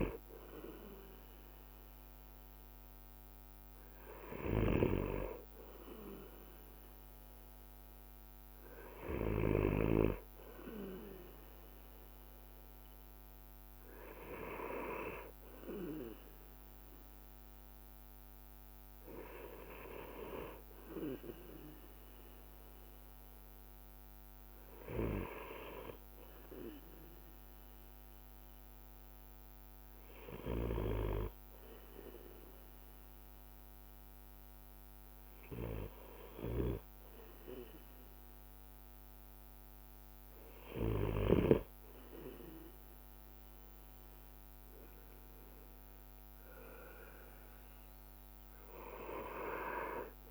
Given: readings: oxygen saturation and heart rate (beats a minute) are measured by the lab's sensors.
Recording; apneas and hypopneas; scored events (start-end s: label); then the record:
breathing in sleep by a microphone on the trachea; none
none scored
From the record:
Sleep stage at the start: N2 (light sleep); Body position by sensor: on the right side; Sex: male